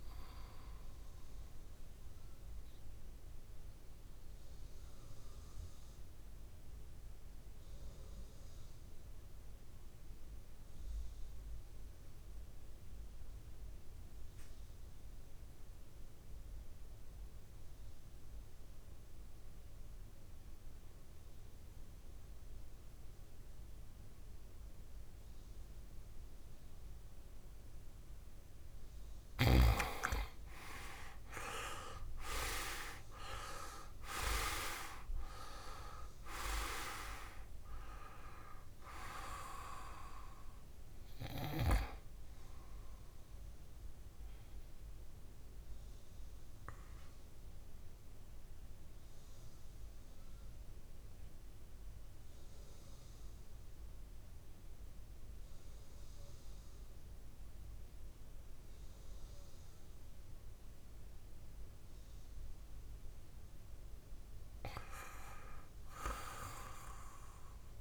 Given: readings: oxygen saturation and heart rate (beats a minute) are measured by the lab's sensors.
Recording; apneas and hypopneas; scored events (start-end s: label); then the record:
breathing in sleep by a room microphone; 2
0.00-11.50 s: oxygen desaturation (device-marked, oxygen 87% lowest, heart rate 58 extreme)
0.50-28.00 s: mixed apnea (oxygen 99% before, 87% lowest, heart rate 67 before, 56 extreme, up 16 after)
26.50-54.50 s: oxygen desaturation (device-marked, oxygen 99% before, 88% lowest, heart rate 61 before, 56 extreme)
31.00-36.00 s: arousal
45.00-63.50 s: mixed apnea (oxygen 99% before, 88% lowest, heart rate 68 before, 56 extreme, up 7 after)
65.00-67.81 s: arousal
From the record:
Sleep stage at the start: N2 (light sleep); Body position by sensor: on the back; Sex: male